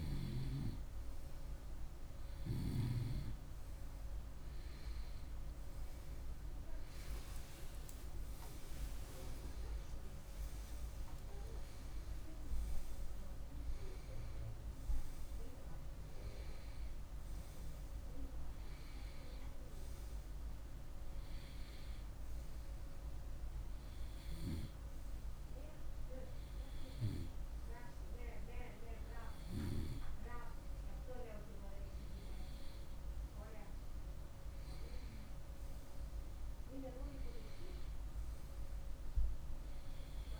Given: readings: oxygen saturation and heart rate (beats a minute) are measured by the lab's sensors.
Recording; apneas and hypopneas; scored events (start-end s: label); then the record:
breathing in sleep by a room microphone; none
none scored
From the record:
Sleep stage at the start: N2 (light sleep); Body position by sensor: on the right side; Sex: male